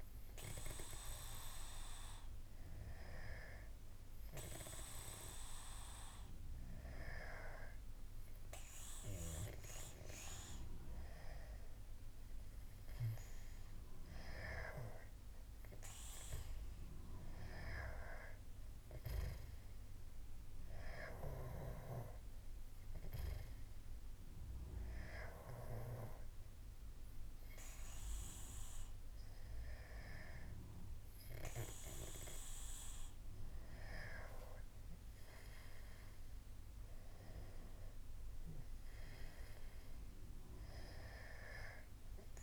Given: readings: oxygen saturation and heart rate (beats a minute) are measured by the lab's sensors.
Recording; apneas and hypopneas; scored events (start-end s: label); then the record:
breathing in sleep by a room microphone; none
none scored
From the record:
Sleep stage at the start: N2 (light sleep); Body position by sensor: on the back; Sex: male